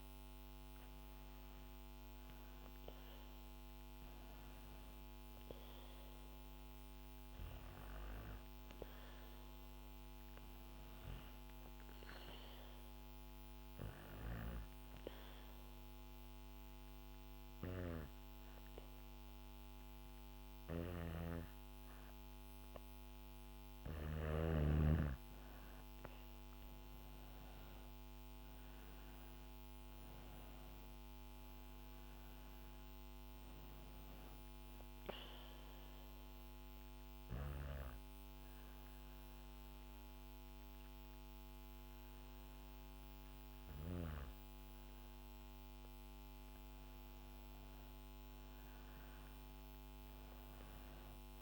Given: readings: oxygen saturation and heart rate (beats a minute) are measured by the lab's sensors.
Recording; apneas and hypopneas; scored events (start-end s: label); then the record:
breathing in sleep by a microphone on the trachea; 2
10.00-23.00 s: hypopnea (oxygen 96% before, 92% lowest, heart rate 74 before, 70 extreme, up 0 after)
20.00-23.50 s: snoring (device-marked)
25.00-28.00 s: arousal
34.50-45.00 s: hypopnea (oxygen 94% before, 92% lowest, heart rate 72 before, 70 extreme, up 1 after)
47.50-51.00 s: arousal
From the record:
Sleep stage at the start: N2 (light sleep); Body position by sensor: on the back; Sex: female